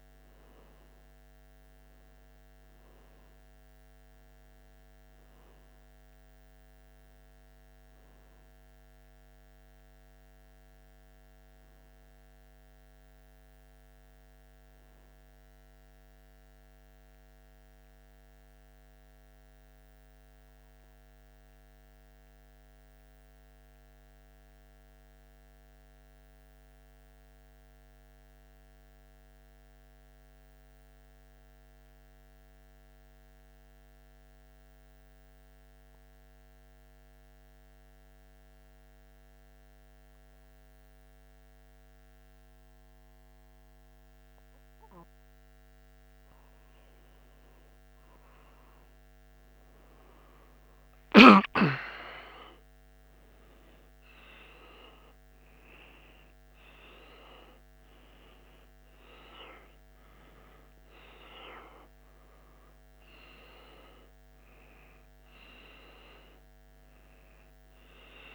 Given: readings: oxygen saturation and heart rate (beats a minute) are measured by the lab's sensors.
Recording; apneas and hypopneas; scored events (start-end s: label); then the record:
breathing in sleep by a microphone on the trachea; 1
11.00-15.50 s: arousal
18.00-39.00 s: oxygen desaturation (device-marked, oxygen 97% before, 90% lowest, heart rate 82 before, 76 extreme)
18.50-45.50 s: central apnea (oxygen 98% before, 87% lowest, heart rate 82 before, 76 extreme, up 4 after)
49.50-54.50 s: arousal
From the record:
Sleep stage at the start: N1 (lightest sleep); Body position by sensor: on the back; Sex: male